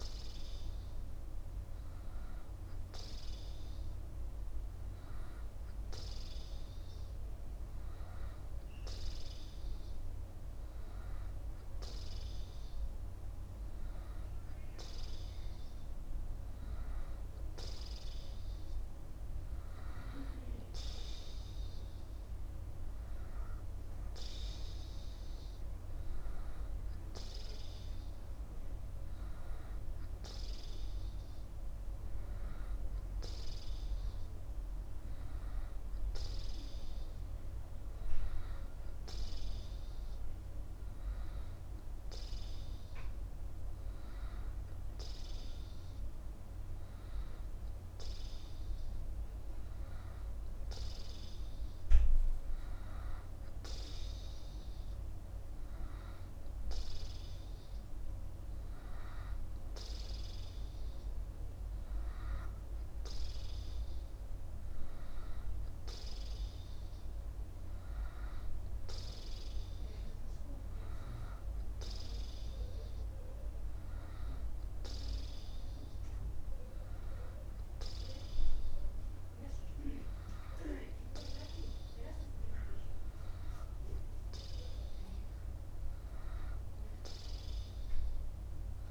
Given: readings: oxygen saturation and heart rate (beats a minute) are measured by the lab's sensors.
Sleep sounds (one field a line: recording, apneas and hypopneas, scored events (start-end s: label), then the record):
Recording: breathing in sleep, hard to hear, by a room microphone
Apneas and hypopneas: none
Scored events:
none scored
From the record:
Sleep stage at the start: N2 (light sleep)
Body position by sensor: upright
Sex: male